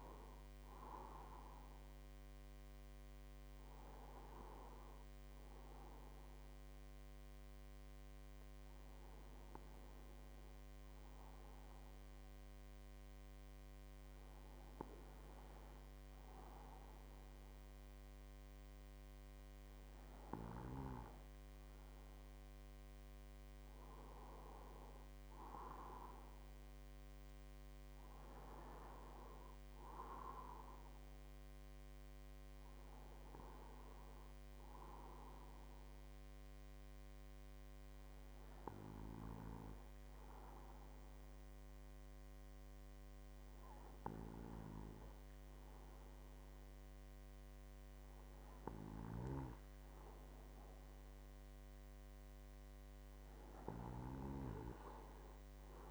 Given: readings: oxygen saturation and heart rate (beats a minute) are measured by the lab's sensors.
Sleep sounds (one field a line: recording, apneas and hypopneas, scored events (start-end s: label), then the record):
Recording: breathing in sleep by a microphone on the trachea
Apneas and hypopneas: 1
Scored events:
6.50-21.50 s: hypopnea (oxygen 96% before, 96% lowest, heart rate 56 before, 50 extreme, up 2 after)
22.50-25.50 s: arousal
From the record:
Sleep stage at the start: N2 (light sleep)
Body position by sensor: on the right side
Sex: male